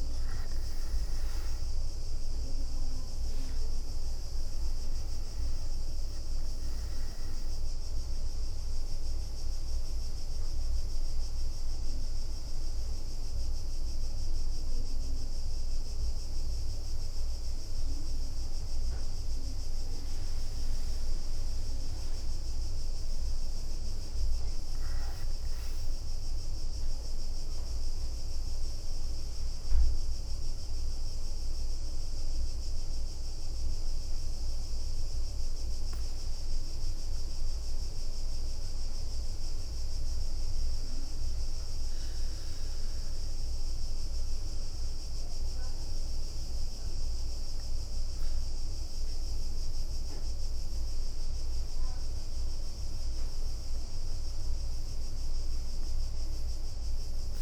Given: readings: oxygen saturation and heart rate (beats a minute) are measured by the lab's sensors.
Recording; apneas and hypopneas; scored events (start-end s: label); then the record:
a person awake in a sleep study, hard to hear, by a room microphone; 1
0.00-1.00 s: oxygen desaturation (device-marked, oxygen 92% lowest, heart rate 67 extreme)
2.00-5.50 s: leg movement (device-marked)
19.50-21.50 s: leg movement (device-marked)
23.00-24.00 s: leg movement (device-marked)
41.00-57.42 s: new sleep stage, N1 (lightest sleep)
41.50-53.00 s: obstructive apnea (oxygen 99% before, 93% lowest, heart rate 68 before, 64 extreme, up 5 after)
49.00-50.50 s: leg movement (device-marked)
From the record:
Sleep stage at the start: awake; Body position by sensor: on the back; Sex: female